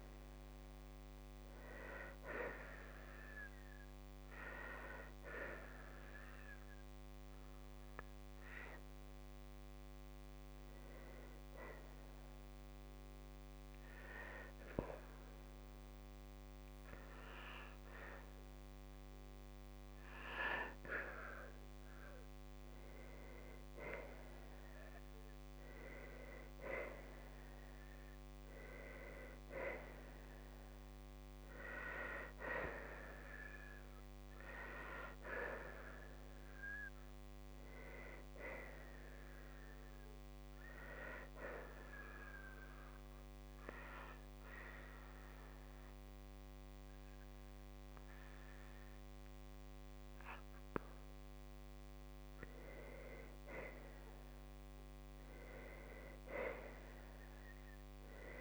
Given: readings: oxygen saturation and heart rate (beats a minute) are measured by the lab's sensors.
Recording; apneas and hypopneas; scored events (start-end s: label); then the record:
breathing in sleep by a microphone on the trachea; 1
4.50-17.00 s: hypopnea (oxygen 95% before, 92% lowest, heart rate 58 before, 58 extreme, up 1 after)
20.00-25.00 s: arousal
56.50-58.41 s: arousal
From the record:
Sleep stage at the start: N2 (light sleep); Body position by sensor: on the right side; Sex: female